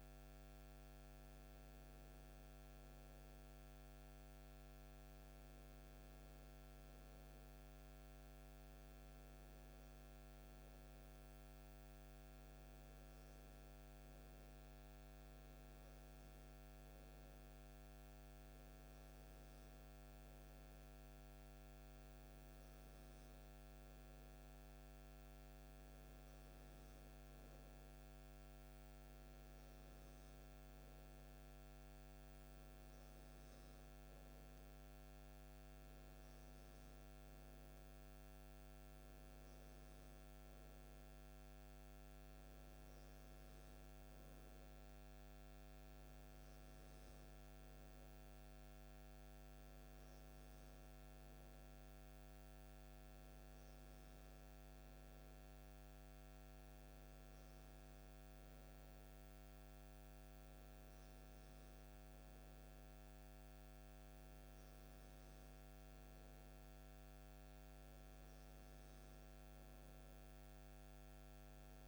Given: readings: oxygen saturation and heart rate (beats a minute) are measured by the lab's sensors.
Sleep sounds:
breathing in sleep, hard to hear, by a microphone on the trachea; none
none scored
From the record:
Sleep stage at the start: N2 (light sleep); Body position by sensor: on the back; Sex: male

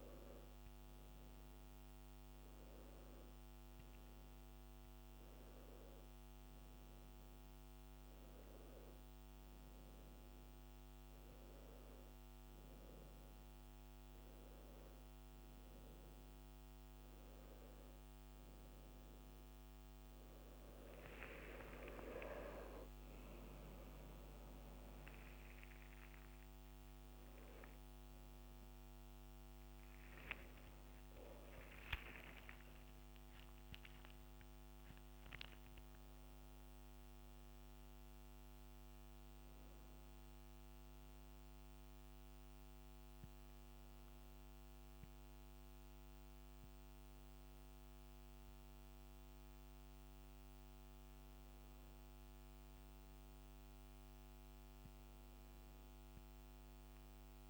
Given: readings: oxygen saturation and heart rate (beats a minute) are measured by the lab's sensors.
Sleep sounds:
a person awake in a sleep study, hard to hear, by a microphone on the trachea; none
12.00-42.00 s: new sleep stage, awake
42.00-57.49 s: new sleep stage, N2 (light sleep)
From the record:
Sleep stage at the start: N2 (light sleep); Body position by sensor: on the back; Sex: male

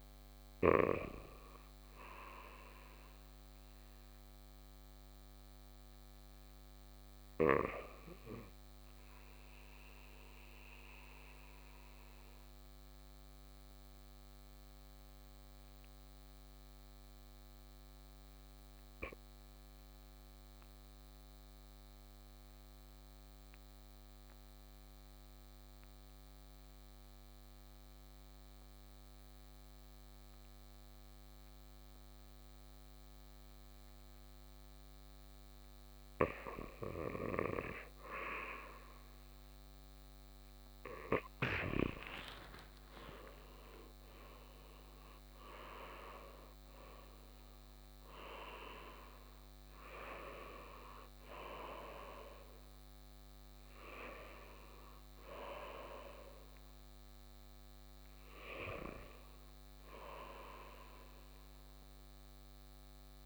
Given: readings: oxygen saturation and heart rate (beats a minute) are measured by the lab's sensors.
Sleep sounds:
breathing in sleep by a microphone on the trachea; 1
3.00-6.50 s: arousal
9.50-38.00 s: mixed apnea (oxygen 97% before, 91% lowest, heart rate 59 before, 58 extreme, up 16 after)
35.00-53.00 s: oxygen desaturation (device-marked, oxygen 96% before, 92% lowest, heart rate 60 before, 57 extreme)
40.50-45.50 s: arousal
From the record:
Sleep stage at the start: N2 (light sleep); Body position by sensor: on the right side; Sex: male

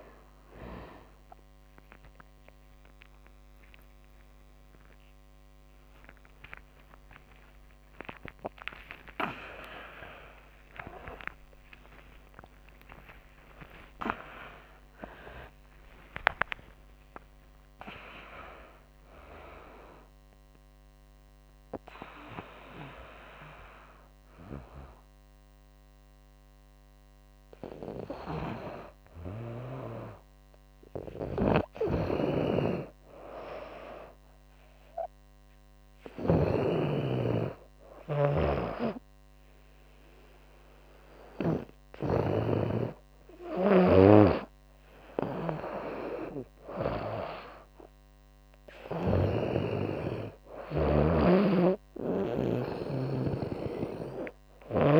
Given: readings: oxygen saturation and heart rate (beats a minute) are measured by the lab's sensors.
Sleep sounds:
a person partly awake in a sleep study, by a microphone on the trachea; none
0.00-21.00 s: tachycardia (device-marked, heart rate 160 extreme)
0.50-2.50 s: long interval between heartbeats (device-marked, heart rate 80 before, 93 extreme)
2.50-4.50 s: long interval between heartbeats (device-marked, heart rate 82 before, 117 extreme)
6.00-8.00 s: long interval between heartbeats (device-marked, heart rate 92 before, 157 extreme)
11.00-13.00 s: long interval between heartbeats (device-marked, heart rate 108 before, 120 extreme)
15.00-17.00 s: long interval between heartbeats (device-marked, heart rate 117 before, 126 extreme)
18.00-20.00 s: long interval between heartbeats (device-marked, heart rate 123 before, 125 extreme)
27.00-55.00 s: new sleep stage, N2 (light sleep)
31.00-41.50 s: snoring (device-marked)
50.50-55.00 s: snoring (device-marked)
From the record:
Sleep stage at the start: awake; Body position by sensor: on the right side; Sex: female

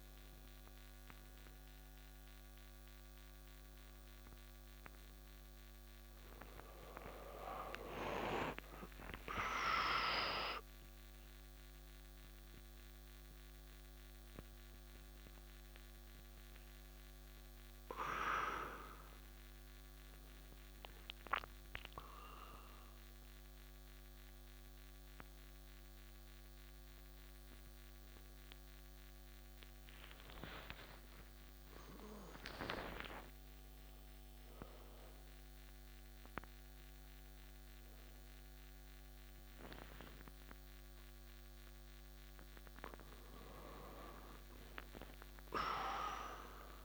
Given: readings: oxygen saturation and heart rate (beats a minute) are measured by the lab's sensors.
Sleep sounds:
a person awake in a sleep study, by a microphone on the trachea; none
8.00-46.85 s: new sleep stage, awake
From the record:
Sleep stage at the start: N2 (light sleep); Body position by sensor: on the back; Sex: male

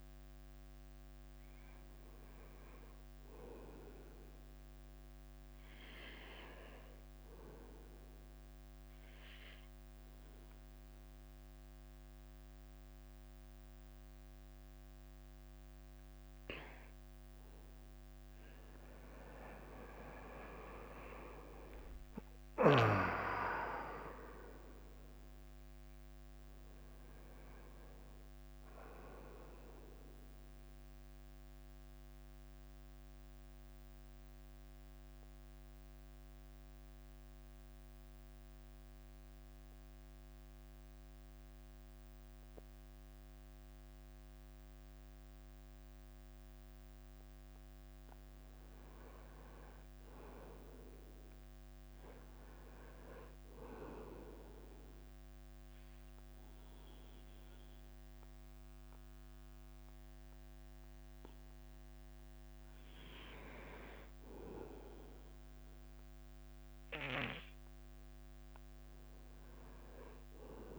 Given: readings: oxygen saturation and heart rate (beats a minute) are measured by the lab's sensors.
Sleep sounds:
breathing in sleep by a microphone on the trachea; 2
0.00-8.50 s: oxygen desaturation (device-marked, oxygen 92% lowest, heart rate 83 extreme)
10.00-21.00 s: mixed apnea (oxygen 97% before, 92% lowest, heart rate 90 before, 83 extreme, up 5 after)
22.00-26.50 s: arousal
23.50-37.50 s: drop in pulse transit time (device-marked, heart rate 90 before, 83 extreme)
33.50-46.50 s: central apnea (oxygen 95% before, 92% lowest, heart rate 88 before, 85 extreme, up 0 after)
50.00-54.50 s: arousal
From the record:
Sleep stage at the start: N2 (light sleep); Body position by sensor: on the right side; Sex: male

